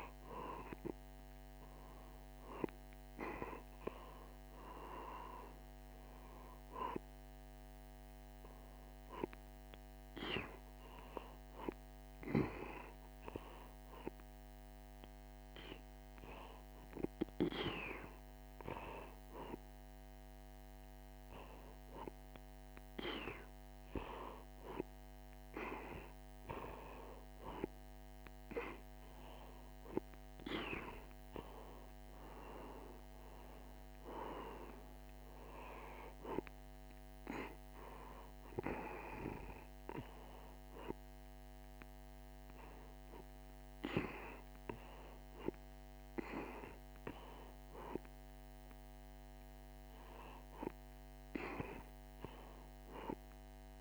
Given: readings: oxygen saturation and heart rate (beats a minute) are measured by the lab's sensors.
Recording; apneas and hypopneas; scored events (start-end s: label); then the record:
a person awake in a sleep study, by a microphone on the trachea; none
none scored
From the record:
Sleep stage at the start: awake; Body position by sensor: on the right side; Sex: male